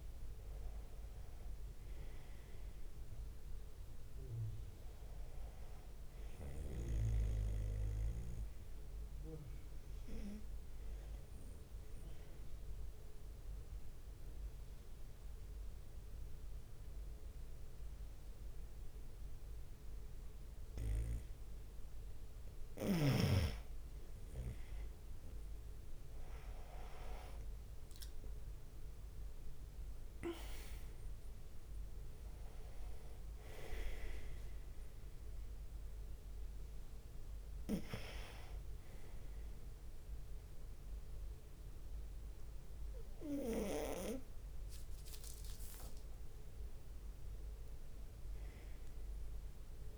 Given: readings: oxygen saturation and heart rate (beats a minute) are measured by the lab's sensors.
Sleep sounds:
breathing in sleep by a room microphone; 1
11.00-23.50 s: obstructive apnea (oxygen 96% before, 93% lowest, heart rate 68 before, 66 extreme, up 6 after)
20.00-22.00 s: leg movement (device-marked)
25.00-27.00 s: leg movement (device-marked)
25.50-39.50 s: drop in pulse transit time (device-marked, heart rate 66 before, 67 extreme)
28.00-32.50 s: arousal
28.00-33.50 s: leg movement (device-marked)
30.50-49.98 s: new sleep stage, N1 (lightest sleep)
45.50-47.00 s: leg movement (device-marked)
45.50-47.50 s: long interval between heartbeats (device-marked, heart rate 69 before, 76 extreme)
From the record:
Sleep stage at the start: N2 (light sleep); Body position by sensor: on the right side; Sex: male

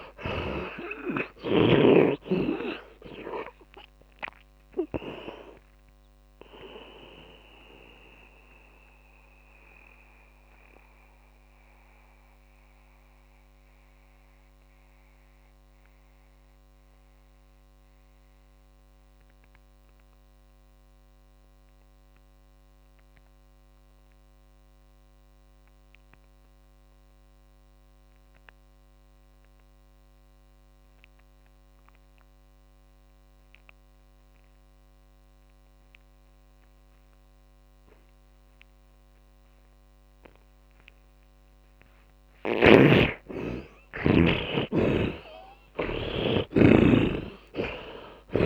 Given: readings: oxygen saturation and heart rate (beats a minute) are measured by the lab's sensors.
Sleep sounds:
breathing in sleep by a microphone on the trachea; 1
0.00-2.00 s: snoring (device-marked)
0.00-21.50 s: oxygen desaturation (device-marked, oxygen 80% lowest)
7.50-41.00 s: mixed apnea (oxygen 100% before, 77% lowest)
34.50-48.46 s: oxygen desaturation (device-marked, oxygen 100% before, 77% lowest)
43.50-48.46 s: arousal
45.00-48.46 s: snoring (device-marked)
From the record:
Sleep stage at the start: N2 (light sleep); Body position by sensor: on the back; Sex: male

